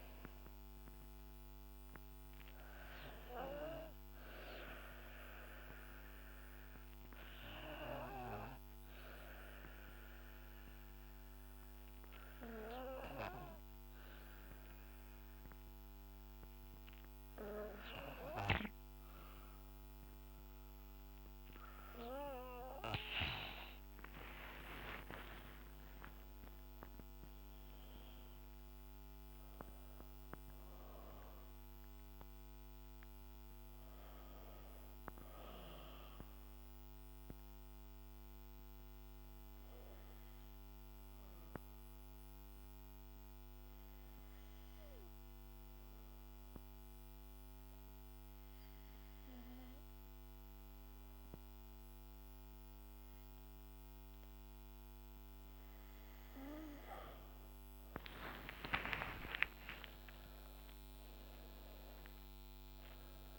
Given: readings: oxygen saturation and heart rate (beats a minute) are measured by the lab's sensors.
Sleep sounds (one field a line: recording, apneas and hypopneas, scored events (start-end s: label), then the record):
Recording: breathing in sleep by a microphone on the trachea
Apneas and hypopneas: 2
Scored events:
0.00-12.50 s: oxygen desaturation (device-marked, oxygen 87% lowest, heart rate 60 extreme)
0.50-22.00 s: obstructive apnea (oxygen 99% before, 87% lowest, heart rate 62 before, 56 extreme, up 10 after)
23.50-27.00 s: arousal
30.50-46.50 s: oxygen desaturation (device-marked, oxygen 98% before, 94% lowest, heart rate 65 before, 56 extreme)
37.50-55.50 s: obstructive apnea (oxygen 99% before, 90% lowest, heart rate 67 before, 58 extreme, up 15 after)
54.50-63.39 s: new sleep stage, awake
58.50-63.39 s: oxygen desaturation (device-marked, oxygen 98% before, 90% lowest, heart rate 60 before, 62 extreme)
From the record:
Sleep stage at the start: N2 (light sleep)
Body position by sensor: on the back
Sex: female